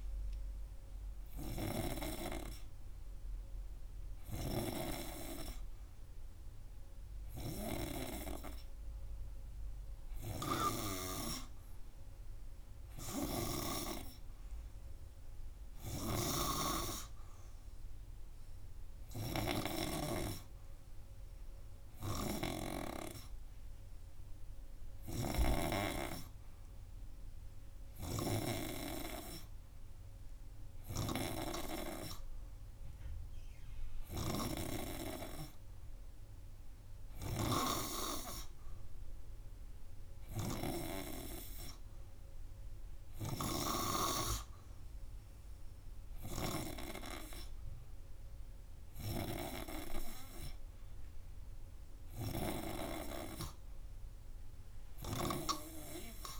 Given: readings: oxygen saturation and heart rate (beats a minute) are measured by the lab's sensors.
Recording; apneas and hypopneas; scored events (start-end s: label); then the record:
breathing in sleep by a room microphone; none
none scored
From the record:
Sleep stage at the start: N2 (light sleep); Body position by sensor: on the front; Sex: male